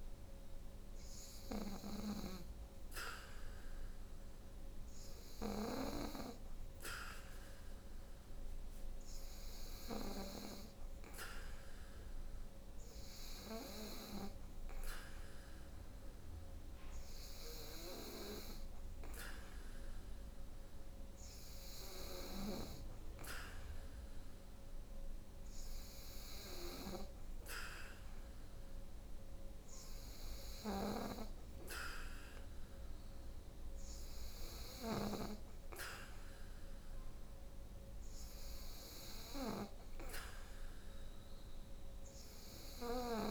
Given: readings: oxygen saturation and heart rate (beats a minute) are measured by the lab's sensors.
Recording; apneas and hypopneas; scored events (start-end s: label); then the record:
breathing in sleep by a room microphone; none
none scored
From the record:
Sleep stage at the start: N2 (light sleep); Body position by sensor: on the back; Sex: female